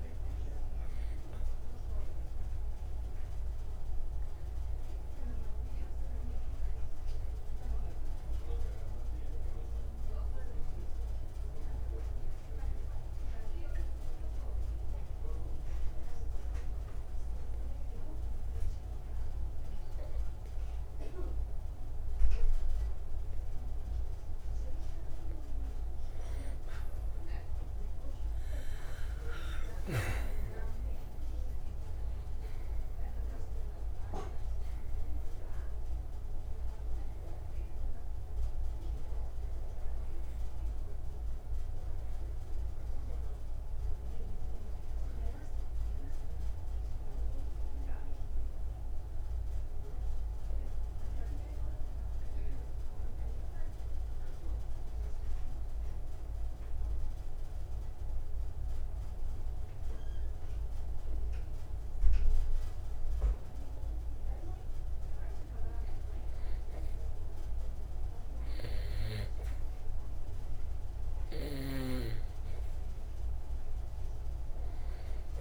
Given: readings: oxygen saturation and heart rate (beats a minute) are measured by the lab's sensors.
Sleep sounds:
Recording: breathing in sleep, hard to hear, by a room microphone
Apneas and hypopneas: 2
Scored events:
0.00-26.00 s: oxygen desaturation (device-marked, oxygen 86% lowest)
5.00-24.00 s: obstructive apnea (oxygen 96% before, 86% lowest)
29.00-33.00 s: arousal
39.00-67.00 s: oxygen desaturation (device-marked, oxygen 97% before, 87% lowest)
43.50-64.50 s: obstructive apnea (oxygen 97% before, 87% lowest)
68.00-72.00 s: arousal
From the record:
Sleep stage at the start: N2 (light sleep)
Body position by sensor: on the right side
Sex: male

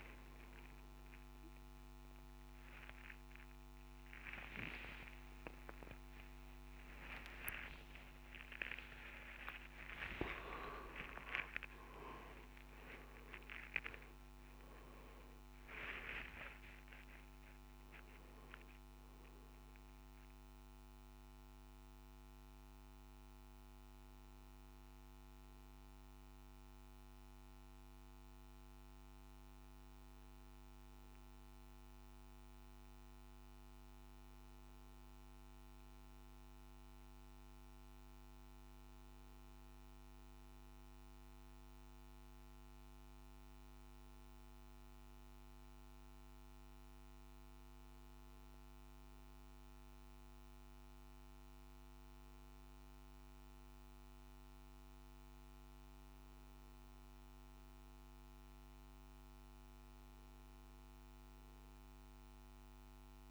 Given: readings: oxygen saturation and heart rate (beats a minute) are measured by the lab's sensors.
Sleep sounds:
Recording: breathing in sleep by a microphone on the trachea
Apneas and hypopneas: none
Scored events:
5.00-7.00 s: long interval between heartbeats (device-marked, heart rate 72 before, 75 extreme)
7.00-9.00 s: long interval between heartbeats (device-marked, heart rate 74 before, 81 extreme)
7.50-13.50 s: tachycardia (device-marked, heart rate 61 before, 130 extreme)
9.50-11.50 s: long interval between heartbeats (device-marked, heart rate 78 before, 99 extreme)
11.50-13.50 s: long interval between heartbeats (device-marked, heart rate 82 before, 116 extreme)
From the record:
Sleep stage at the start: N2 (light sleep)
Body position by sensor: on the back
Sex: male

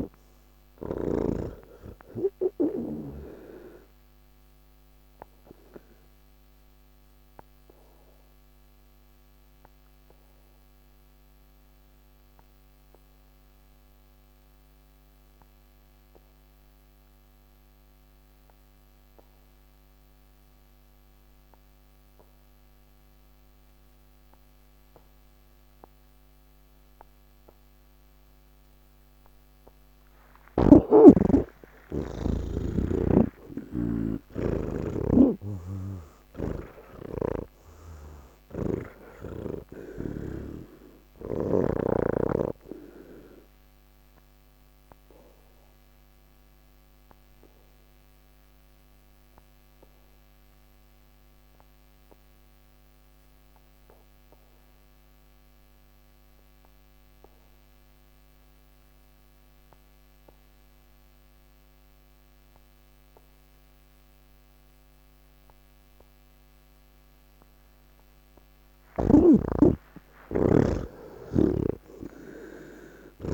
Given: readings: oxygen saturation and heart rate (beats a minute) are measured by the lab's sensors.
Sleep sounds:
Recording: breathing in sleep by a microphone on the trachea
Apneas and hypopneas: 2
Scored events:
0.00-3.50 s: snoring (device-marked)
0.00-17.50 s: oxygen desaturation (device-marked, oxygen 80% lowest)
5.00-28.50 s: obstructive apnea (oxygen 98% before, 80% lowest, heart rate 152 before, 99 extreme)
30.50-59.50 s: oxygen desaturation (device-marked, oxygen 98% before, 81% lowest, heart rate 141 before, 69 extreme)
33.00-40.00 s: snoring (device-marked)
45.00-68.50 s: obstructive apnea (oxygen 98% before, 79% lowest, heart rate 180 before, 69 extreme)
64.50-73.34 s: oxygen desaturation (device-marked, oxygen 97% before, 79% lowest, heart rate 139 before, 57 extreme)
71.50-73.34 s: snoring (device-marked)
From the record:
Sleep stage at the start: N1 (lightest sleep)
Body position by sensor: on the back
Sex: male

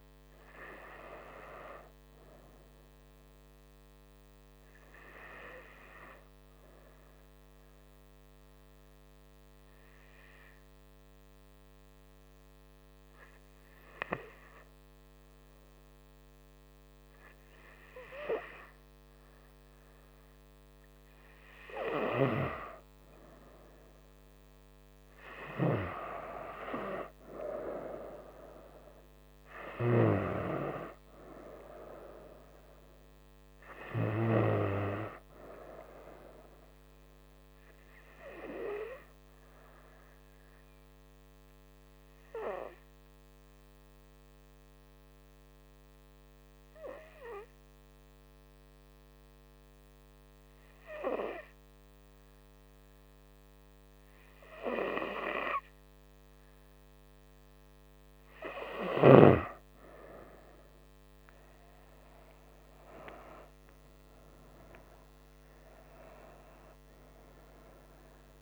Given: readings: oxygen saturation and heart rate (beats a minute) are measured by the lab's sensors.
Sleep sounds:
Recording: breathing in sleep by a microphone on the trachea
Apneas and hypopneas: 2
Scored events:
3.00-20.50 s: hypopnea (oxygen 97% before, 94% lowest, heart rate 73 before, 67 extreme, up 2 after)
23.50-27.00 s: arousal
38.00-57.00 s: hypopnea (oxygen 97% before, 94% lowest, heart rate 69 before, 68 extreme, up 5 after)
62.00-67.50 s: arousal
From the record:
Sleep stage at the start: N2 (light sleep)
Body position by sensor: on the front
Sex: female

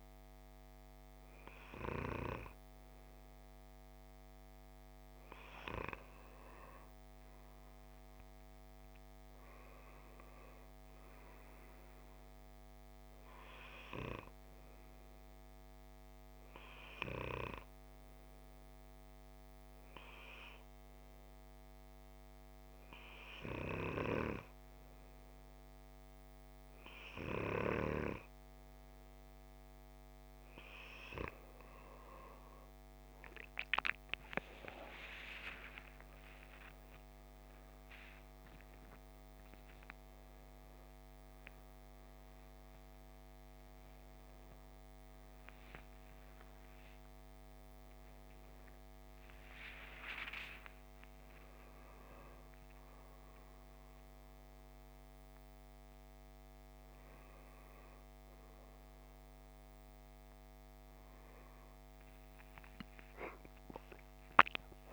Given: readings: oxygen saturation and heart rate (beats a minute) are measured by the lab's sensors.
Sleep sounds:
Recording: a person awake in a sleep study, by a microphone on the trachea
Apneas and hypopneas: none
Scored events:
25.00-64.93 s: new sleep stage, awake
From the record:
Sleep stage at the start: N2 (light sleep)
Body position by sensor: on the back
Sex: male

